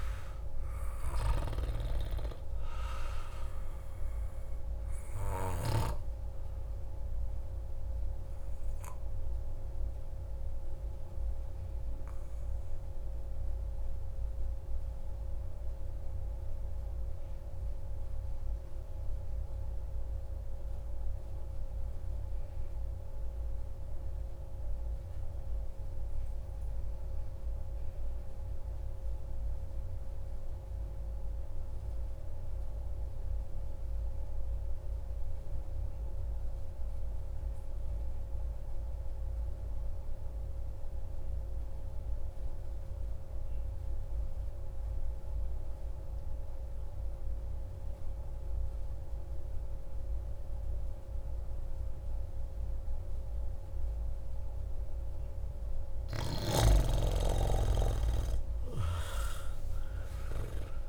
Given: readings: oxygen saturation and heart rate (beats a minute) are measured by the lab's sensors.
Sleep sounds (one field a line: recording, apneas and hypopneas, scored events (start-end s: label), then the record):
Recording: breathing in sleep by a room microphone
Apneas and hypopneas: 1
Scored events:
0.00-14.00 s: oxygen desaturation (device-marked, oxygen 89% lowest)
6.50-54.50 s: obstructive apnea (oxygen 95% before, 88% lowest)
38.00-60.89 s: oxygen desaturation (device-marked, oxygen 98% before, 88% lowest)
57.00-60.89 s: arousal
From the record:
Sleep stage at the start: N2 (light sleep)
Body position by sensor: on the back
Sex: male